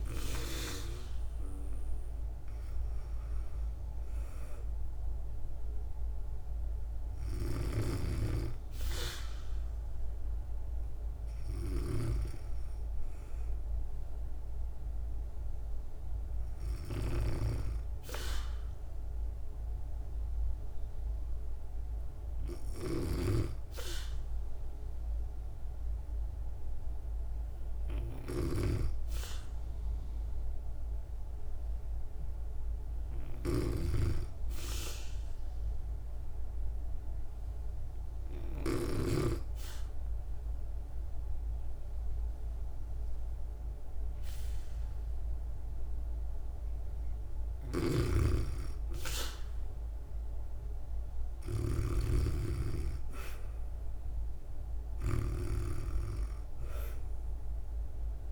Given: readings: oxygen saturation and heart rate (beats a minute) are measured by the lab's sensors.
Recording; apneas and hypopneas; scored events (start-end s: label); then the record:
breathing in sleep by a room microphone; 1
0.00-2.00 s: arousal
1.50-12.50 s: oxygen desaturation (device-marked, oxygen 97% before, 94% lowest, heart rate 58 before, 55 extreme)
7.00-38.50 s: snoring (device-marked)
35.00-46.00 s: obstructive apnea (oxygen 97% before, 92% lowest, heart rate 56 before, 57 extreme, up 4 after)
45.50-58.32 s: oxygen desaturation (device-marked, oxygen 97% before, 92% lowest, heart rate 56 before, 56 extreme)
47.00-58.32 s: snoring (device-marked)
49.00-52.50 s: arousal
From the record:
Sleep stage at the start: REM sleep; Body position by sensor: on the back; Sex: female